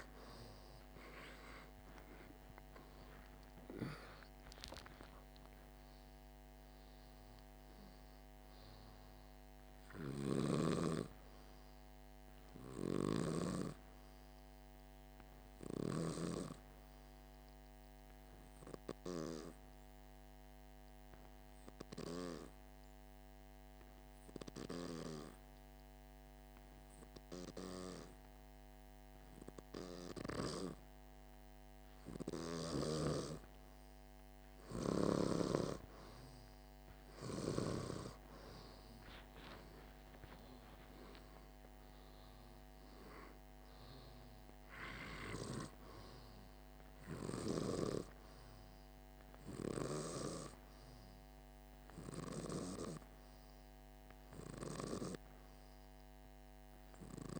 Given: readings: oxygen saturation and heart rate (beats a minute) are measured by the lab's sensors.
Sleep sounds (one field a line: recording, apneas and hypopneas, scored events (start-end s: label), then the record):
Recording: breathing in sleep by a microphone on the trachea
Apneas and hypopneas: 1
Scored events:
0.50-4.50 s: arousal
12.00-22.00 s: oxygen desaturation (device-marked, oxygen 98% before, 95% lowest, heart rate 56 before, 48 extreme)
18.50-32.00 s: hypopnea (oxygen 98% before, 93% lowest, heart rate 56 before, 48 extreme, up 1 after)
36.00-41.00 s: arousal
From the record:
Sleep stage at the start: N2 (light sleep)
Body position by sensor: on the back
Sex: male